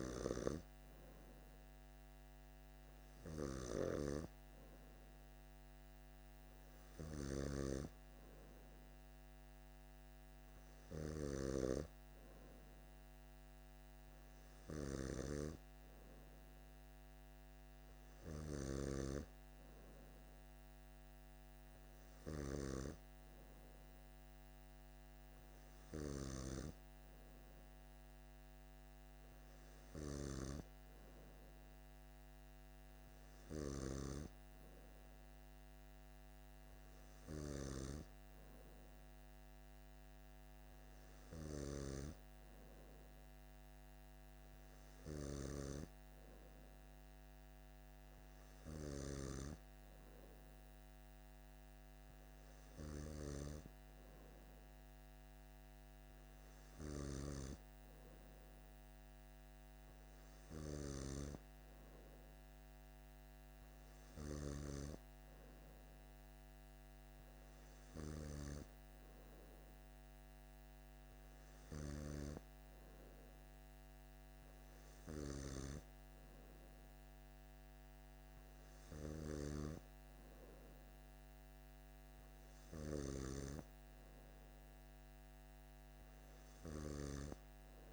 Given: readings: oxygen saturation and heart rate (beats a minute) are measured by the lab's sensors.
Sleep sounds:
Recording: breathing in sleep by a microphone on the trachea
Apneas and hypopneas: none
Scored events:
none scored
From the record:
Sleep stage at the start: N2 (light sleep)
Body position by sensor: on the back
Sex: male

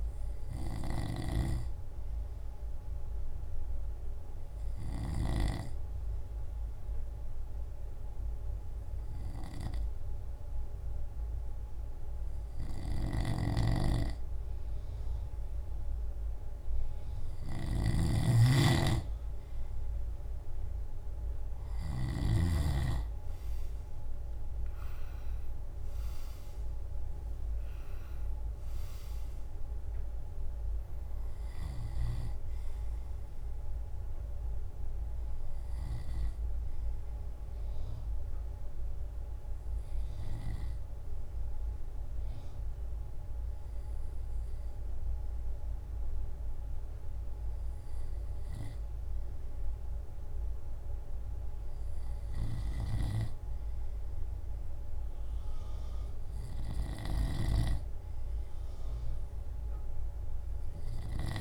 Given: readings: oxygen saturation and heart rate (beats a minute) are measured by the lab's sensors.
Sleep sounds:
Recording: breathing in sleep by a room microphone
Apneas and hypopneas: 2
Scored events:
0.00-6.50 s: drop in pulse transit time (device-marked, heart rate 56 extreme)
5.50-16.00 s: obstructive apnea (oxygen 96% before, 95% lowest, heart rate 64 before, 55 extreme, up 4 after)
20.00-25.50 s: arousal
21.50-36.50 s: drop in pulse transit time (device-marked, heart rate 58 before, 56 extreme)
36.50-49.00 s: hypopnea (oxygen 97% before, 94% lowest, heart rate 60 before, 55 extreme, up 5 after)
55.00-59.00 s: arousal
58.50-61.41 s: drop in pulse transit time (device-marked, heart rate 57 before, 58 extreme)
From the record:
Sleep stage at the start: N2 (light sleep)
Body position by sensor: on the left side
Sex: male

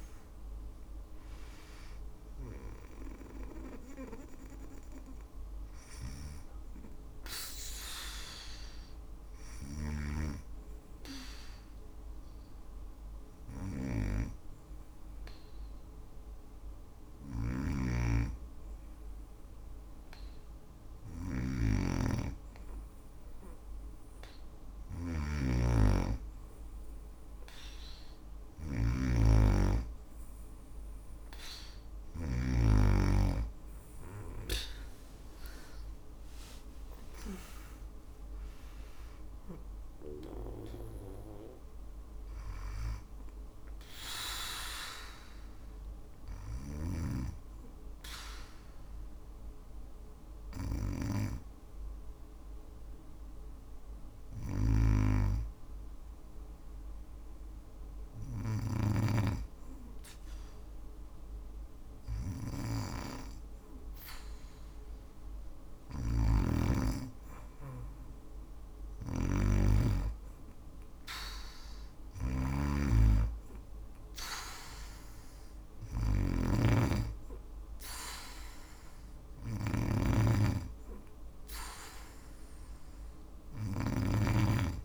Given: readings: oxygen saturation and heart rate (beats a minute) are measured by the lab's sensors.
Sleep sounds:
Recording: breathing in sleep by a room microphone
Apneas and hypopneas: 2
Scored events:
6.00-23.50 s: obstructive apnea (oxygen 95% before, 93% lowest)
9.00-31.50 s: snoring (device-marked)
31.00-40.00 s: oxygen desaturation (device-marked, oxygen 97% before, 93% lowest)
34.00-39.00 s: arousal
45.50-84.85 s: snoring (device-marked)
46.50-61.50 s: hypopnea (oxygen 97% before, 94% lowest, heart rate 31 before, 29 extreme, up 17 after)
65.50-69.50 s: arousal
From the record:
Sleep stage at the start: N2 (light sleep)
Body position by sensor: on the back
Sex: female

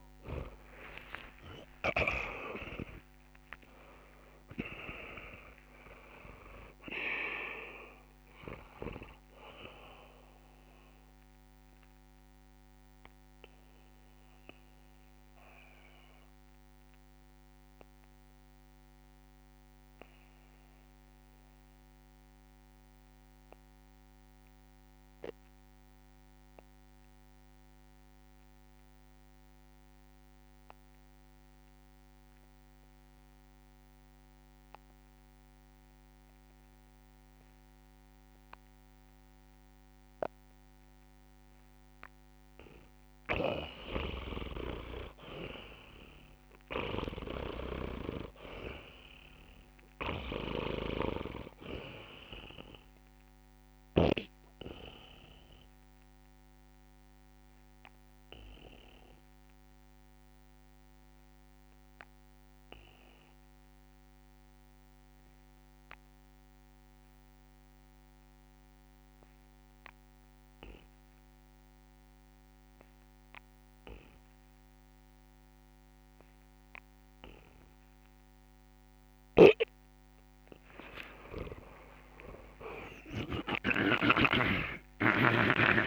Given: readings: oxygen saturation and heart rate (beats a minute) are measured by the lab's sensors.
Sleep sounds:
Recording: breathing in sleep by a microphone on the trachea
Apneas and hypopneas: 2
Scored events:
0.00-27.00 s: oxygen desaturation (device-marked, oxygen 83% lowest, heart rate 65 extreme)
0.50-4.00 s: arousal
2.00-4.00 s: long interval between heartbeats (device-marked, heart rate 68 before, 88 extreme)
9.00-11.00 s: long interval between heartbeats (device-marked, heart rate 75 before, 84 extreme)
12.00-43.50 s: mixed apnea (oxygen 98% before, 82% lowest, heart rate 78 before, 65 extreme, up 4 after)
13.00-15.00 s: long interval between heartbeats (device-marked, heart rate 79 before, 84 extreme)
43.00-54.00 s: snoring (device-marked)
44.00-68.00 s: oxygen desaturation (device-marked, oxygen 98% before, 84% lowest, heart rate 69 before, 66 extreme)
46.00-49.50 s: arousal
54.50-79.00 s: obstructive apnea (oxygen 99% before, 82% lowest, heart rate 70 before, 66 extreme, up 43 after)
75.00-85.87 s: oxygen desaturation (device-marked, oxygen 97% before, 93% lowest, heart rate 70 before, 66 extreme)
79.00-85.87 s: snoring (device-marked)
80.00-82.00 s: long interval between heartbeats (device-marked, heart rate 70 before, 79 extreme)
81.50-85.87 s: arousal
82.00-84.00 s: long interval between heartbeats (device-marked, heart rate 72 before, 110 extreme)
From the record:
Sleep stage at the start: N2 (light sleep)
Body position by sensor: on the back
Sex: male

